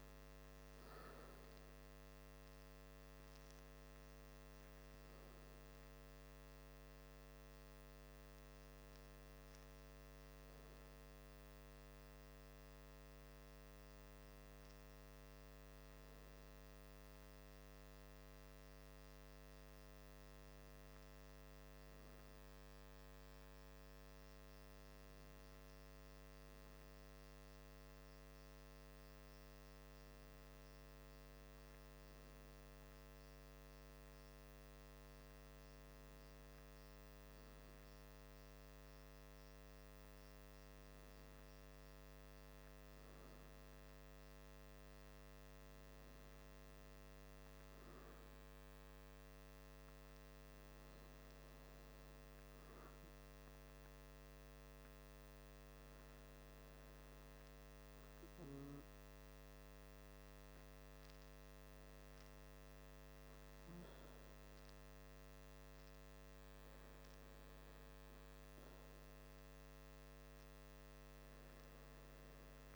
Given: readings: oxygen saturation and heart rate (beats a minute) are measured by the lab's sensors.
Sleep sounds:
breathing in sleep, hard to hear, by a microphone on the trachea; none
none scored
From the record:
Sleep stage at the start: N2 (light sleep); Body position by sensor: on the back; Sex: male

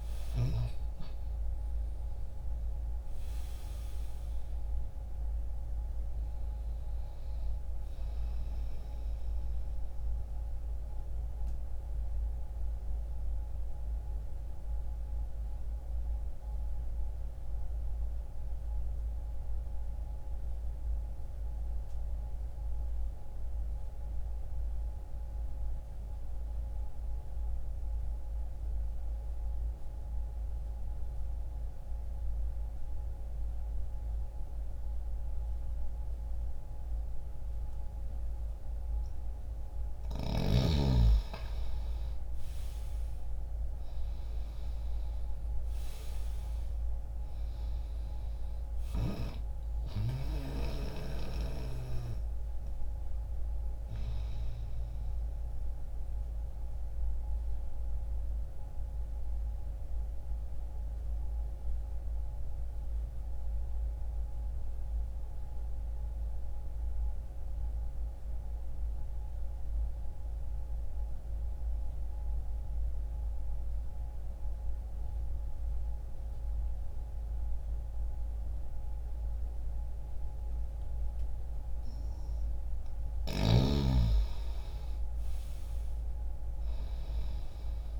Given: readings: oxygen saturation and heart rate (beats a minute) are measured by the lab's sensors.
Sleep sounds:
breathing in sleep by a room microphone; 2
0.00-31.50 s: oxygen desaturation (device-marked, oxygen 83% lowest, heart rate 60 extreme)
9.00-38.50 s: mixed apnea (oxygen 96% before, 83% lowest, heart rate 60 before, 60 extreme, up 0 after)
38.50-76.50 s: oxygen desaturation (device-marked, oxygen 97% before, 83% lowest, heart rate 60 before, 60 extreme)
41.00-46.00 s: arousal
54.00-82.50 s: obstructive apnea (oxygen 97% before, 83% lowest, heart rate 60 before, 60 extreme, up 0 after)
84.50-88.00 s: arousal
From the record:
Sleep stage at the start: N2 (light sleep); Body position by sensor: on the left side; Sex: male

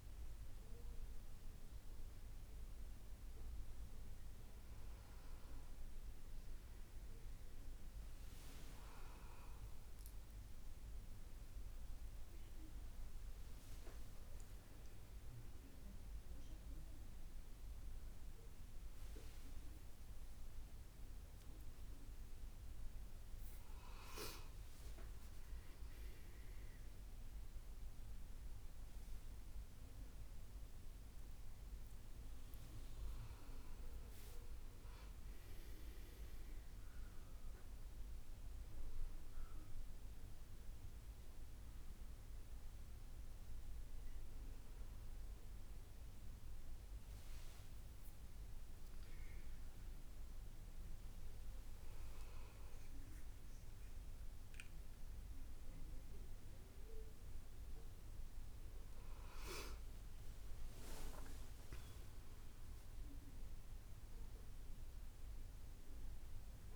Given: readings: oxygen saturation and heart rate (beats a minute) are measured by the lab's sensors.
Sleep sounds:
a person awake in a sleep study, hard to hear, by a room microphone; none
0.00-5.00 s: oxygen desaturation (device-marked, oxygen 94% lowest, heart rate 68 extreme)
From the record:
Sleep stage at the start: awake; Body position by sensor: on the back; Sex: female

